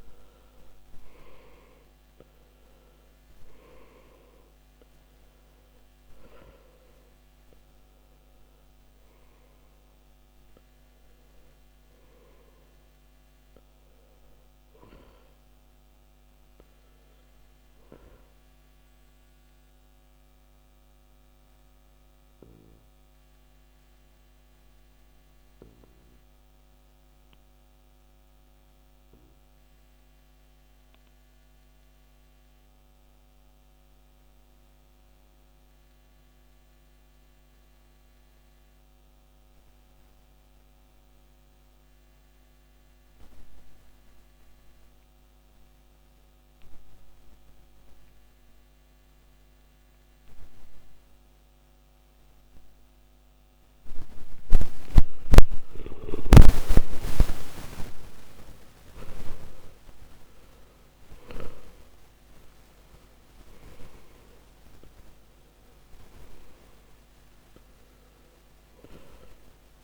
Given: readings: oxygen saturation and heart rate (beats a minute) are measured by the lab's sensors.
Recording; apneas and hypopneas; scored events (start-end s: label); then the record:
breathing in sleep by a microphone on the trachea; 1
0.00-1.00 s: arousal
18.50-54.00 s: obstructive apnea (oxygen 97% before, 86% lowest, heart rate 66 before, 47 extreme, up 15 after)
32.50-42.50 s: oxygen desaturation (device-marked, oxygen 94% before, 89% lowest, heart rate 54 before, 51 extreme)
55.00-59.50 s: arousal
From the record:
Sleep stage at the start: N2 (light sleep); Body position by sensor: on the back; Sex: male